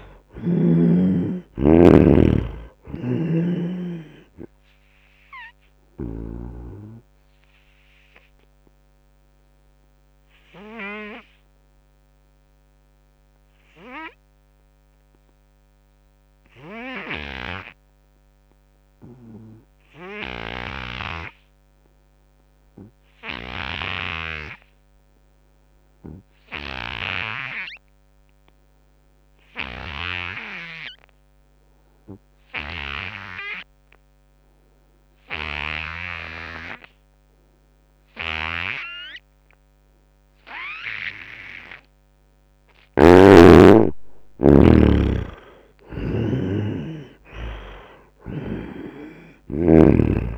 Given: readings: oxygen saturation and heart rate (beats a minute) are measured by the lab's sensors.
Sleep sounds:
breathing in sleep by a microphone on the trachea; 1
0.00-20.50 s: oxygen desaturation (device-marked, oxygen 74% lowest, heart rate 59 extreme)
2.50-6.00 s: snoring (device-marked)
8.00-41.50 s: obstructive apnea (oxygen 98% before, 70% lowest, heart rate 80 before, 59 extreme, up 26 after)
35.50-50.38 s: oxygen desaturation (device-marked, oxygen 95% before, 70% lowest, heart rate 79 before, 64 extreme)
42.50-46.00 s: snoring (device-marked)
43.00-47.50 s: arousal
From the record:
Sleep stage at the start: N2 (light sleep); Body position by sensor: on the front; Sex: male

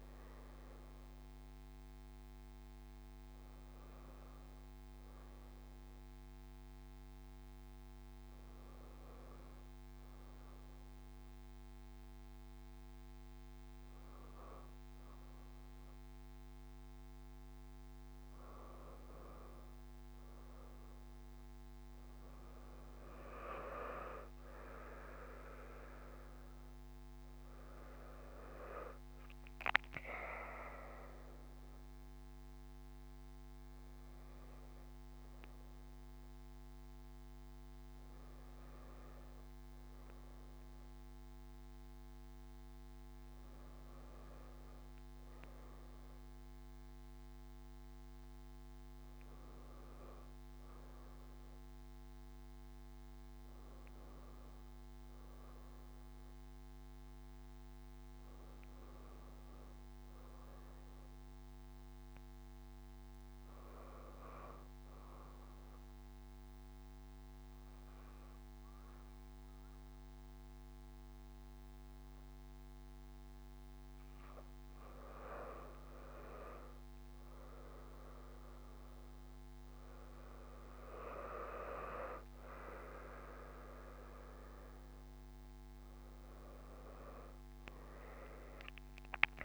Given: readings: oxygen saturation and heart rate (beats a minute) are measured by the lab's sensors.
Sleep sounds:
breathing in sleep by a microphone on the trachea; 2
0.00-3.00 s: oxygen desaturation (device-marked, oxygen 92% lowest)
5.50-19.00 s: hypopnea (oxygen 96% before, 92% lowest)
13.00-89.45 s: new sleep stage, N2 (light sleep)
20.50-24.00 s: arousal
48.50-53.00 s: arousal
56.50-74.00 s: hypopnea (oxygen 96% before, 89% lowest)
64.00-89.45 s: oxygen desaturation (device-marked, oxygen 95% before, 89% lowest)
76.50-80.50 s: arousal
From the record:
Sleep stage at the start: N1 (lightest sleep); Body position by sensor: on the back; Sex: female

